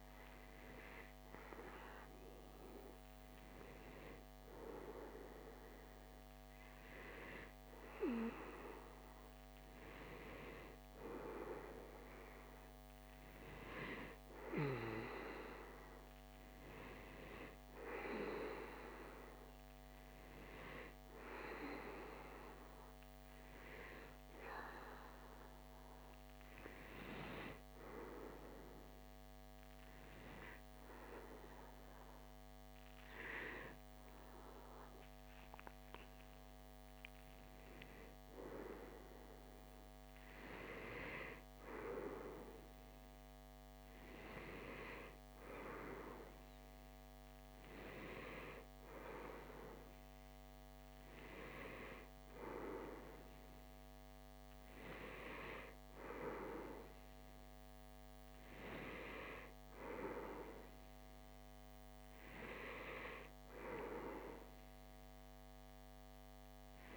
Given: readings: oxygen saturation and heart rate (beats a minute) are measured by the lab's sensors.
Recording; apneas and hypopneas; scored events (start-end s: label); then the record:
breathing in sleep by a microphone on the trachea; none
none scored
From the record:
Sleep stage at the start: REM sleep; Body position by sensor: on the back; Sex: male